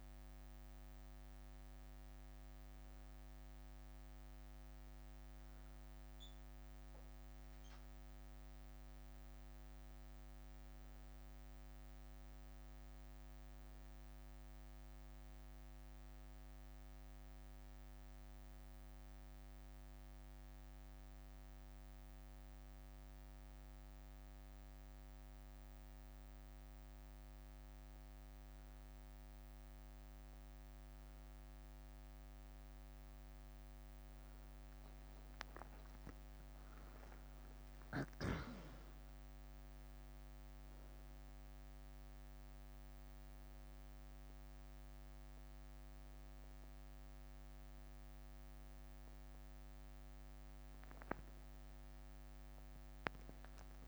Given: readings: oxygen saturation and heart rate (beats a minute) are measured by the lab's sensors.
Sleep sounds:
a person awake in a sleep study, hard to hear, by a microphone on the trachea; none
35.00-38.50 s: leg movement (device-marked)
From the record:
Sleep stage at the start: awake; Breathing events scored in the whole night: 299 in 4.3 hours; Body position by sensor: on the back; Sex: female

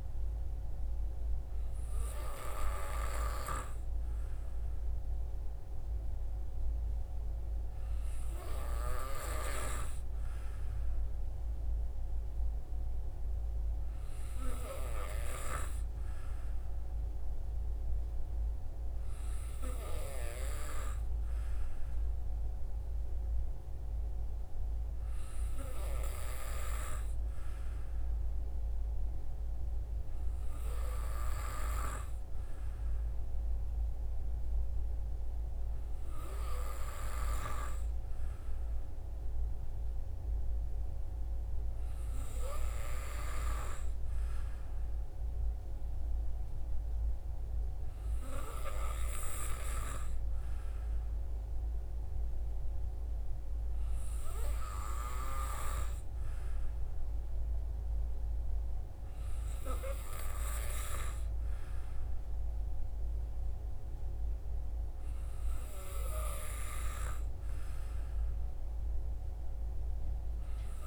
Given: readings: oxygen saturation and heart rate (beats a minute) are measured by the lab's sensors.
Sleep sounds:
breathing in sleep by a room microphone; none
none scored
From the record:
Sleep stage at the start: N2 (light sleep); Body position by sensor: on the back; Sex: male

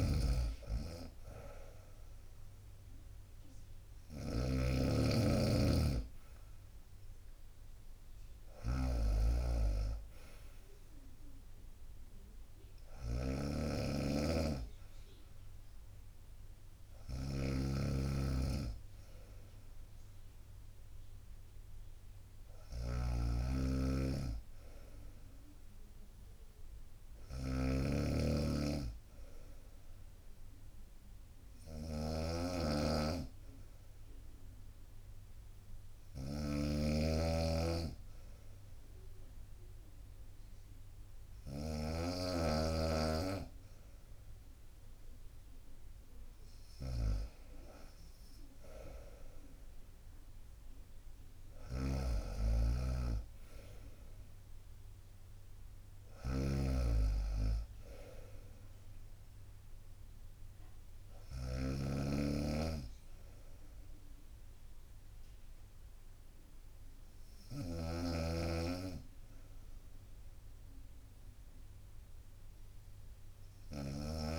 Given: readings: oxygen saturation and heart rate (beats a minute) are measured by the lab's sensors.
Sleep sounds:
breathing in sleep by a room microphone; none
0.00-61.50 s: snoring (device-marked)
36.00-60.00 s: drop in pulse transit time (device-marked, heart rate 63 before, 63 extreme)
67.50-74.39 s: snoring (device-marked)
From the record:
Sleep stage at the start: N2 (light sleep); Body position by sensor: on the right side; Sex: female

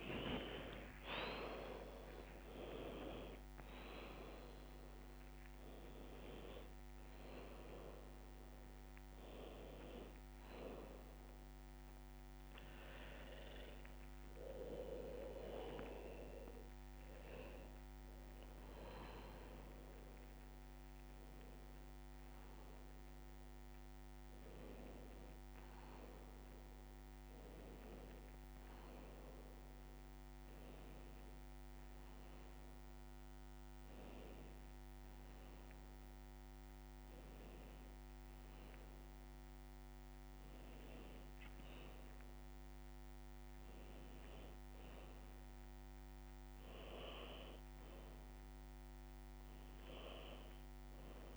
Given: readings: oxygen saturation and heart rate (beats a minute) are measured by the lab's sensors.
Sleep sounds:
a person awake in a sleep study, by a microphone on the trachea; none
8.00-19.00 s: oxygen desaturation (device-marked, oxygen 93% before, 82% lowest, heart rate 110 before, 86 extreme)
From the record:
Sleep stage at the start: awake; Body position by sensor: upright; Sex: female

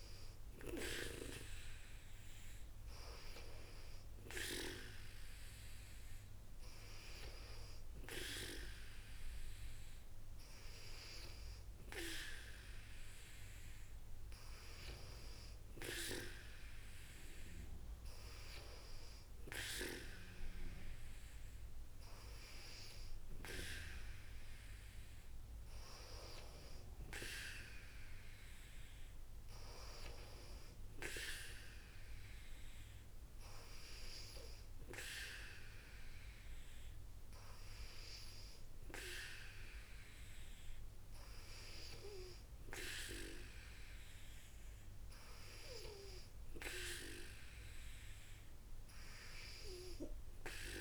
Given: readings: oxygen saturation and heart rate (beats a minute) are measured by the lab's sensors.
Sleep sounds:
breathing in sleep by a room microphone; none
none scored
From the record:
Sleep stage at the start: N2 (light sleep); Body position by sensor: on the back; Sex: female

